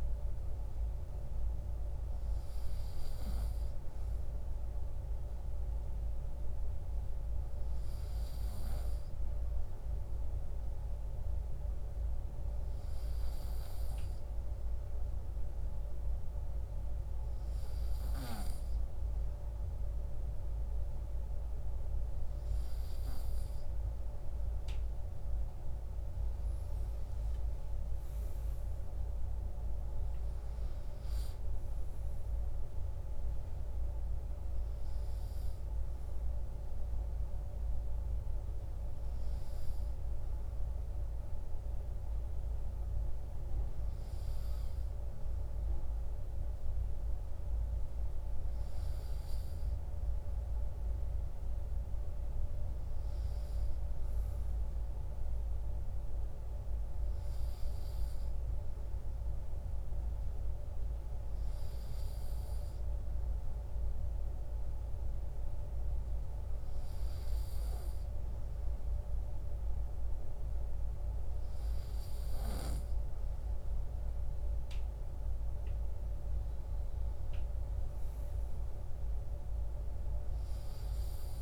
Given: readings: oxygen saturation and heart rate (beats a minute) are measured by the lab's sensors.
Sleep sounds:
breathing in sleep, hard to hear, by a room microphone; none
25.00-29.50 s: arousal
From the record:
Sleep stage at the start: N2 (light sleep); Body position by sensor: on the right side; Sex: male

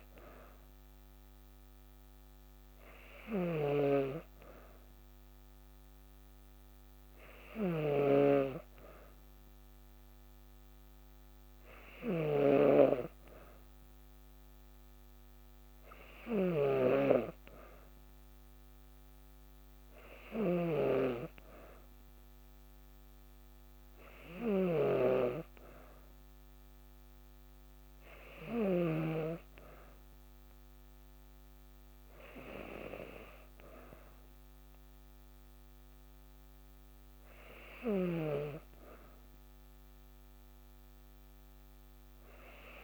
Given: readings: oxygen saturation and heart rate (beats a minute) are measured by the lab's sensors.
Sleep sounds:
breathing in sleep by a microphone on the trachea; none
0.00-28.50 s: snoring (device-marked)
37.50-42.83 s: snoring (device-marked)
From the record:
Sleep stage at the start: N2 (light sleep); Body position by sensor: on the back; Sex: female

